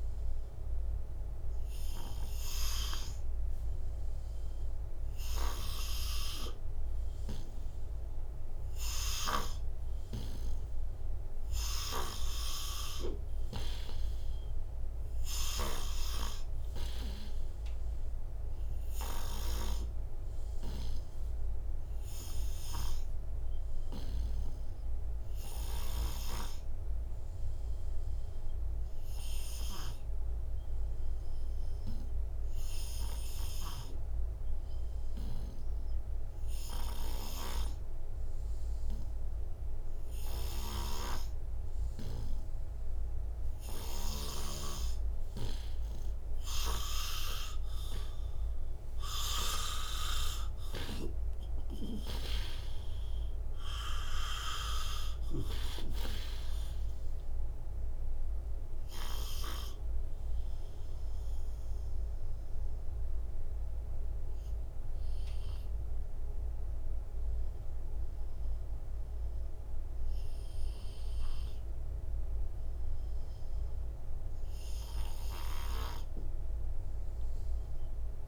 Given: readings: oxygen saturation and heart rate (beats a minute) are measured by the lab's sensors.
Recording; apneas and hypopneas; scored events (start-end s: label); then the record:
breathing in sleep by a room microphone; none
49.00-52.00 s: arousal
50.50-55.50 s: snoring (device-marked)
51.50-76.50 s: oxygen desaturation (device-marked, oxygen 91% before, 85% lowest, heart rate 90 before, 59 extreme)
From the record:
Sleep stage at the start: N2 (light sleep); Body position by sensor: on the right side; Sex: male